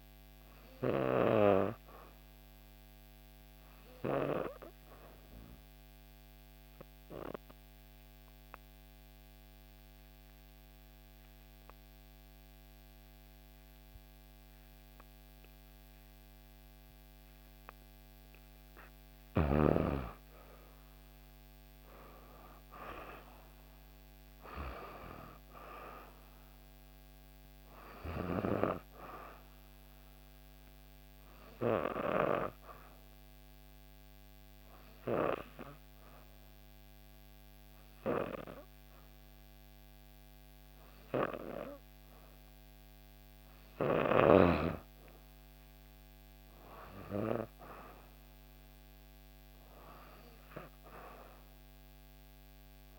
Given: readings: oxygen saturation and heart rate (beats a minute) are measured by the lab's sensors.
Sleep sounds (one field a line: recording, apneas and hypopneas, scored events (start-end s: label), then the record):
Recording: breathing in sleep by a microphone on the trachea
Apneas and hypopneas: 2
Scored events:
5.50-18.00 s: obstructive apnea (oxygen 95% before, 90% lowest, heart rate 65 before, 63 extreme, up 5 after)
19.00-23.00 s: arousal
24.50-41.50 s: oxygen desaturation (device-marked, oxygen 94% before, 90% lowest, heart rate 65 before, 63 extreme)
29.50-42.50 s: hypopnea (oxygen 95% before, 90% lowest, heart rate 66 before, 63 extreme, up 3 after)
45.00-49.00 s: arousal
From the record:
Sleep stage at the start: N2 (light sleep)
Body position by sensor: on the back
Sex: female